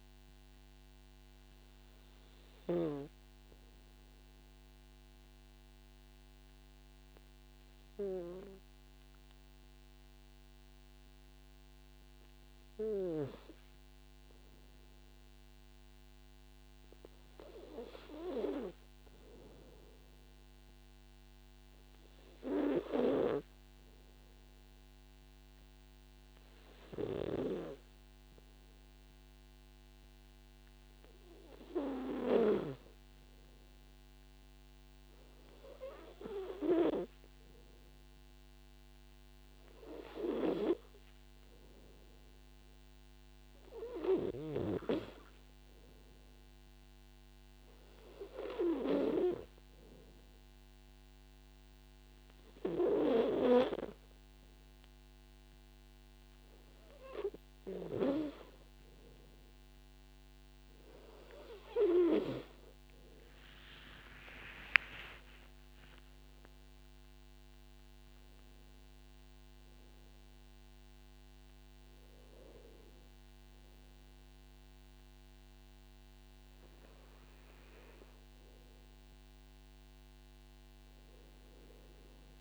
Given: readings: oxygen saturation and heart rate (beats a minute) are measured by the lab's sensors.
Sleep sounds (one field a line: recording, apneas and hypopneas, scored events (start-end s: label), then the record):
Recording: breathing in sleep by a microphone on the trachea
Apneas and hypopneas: 1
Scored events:
0.00-9.00 s: oxygen desaturation (device-marked, oxygen 93% lowest, heart rate 49 extreme)
1.00-61.00 s: obstructive apnea (oxygen 98% before, 93% lowest, heart rate 67 before, 49 extreme, up 15 after)
29.00-47.00 s: oxygen desaturation (device-marked, oxygen 99% before, 94% lowest, heart rate 50 before, 50 extreme)
72.00-82.41 s: new sleep stage, awake
From the record:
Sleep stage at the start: N2 (light sleep)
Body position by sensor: on the back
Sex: male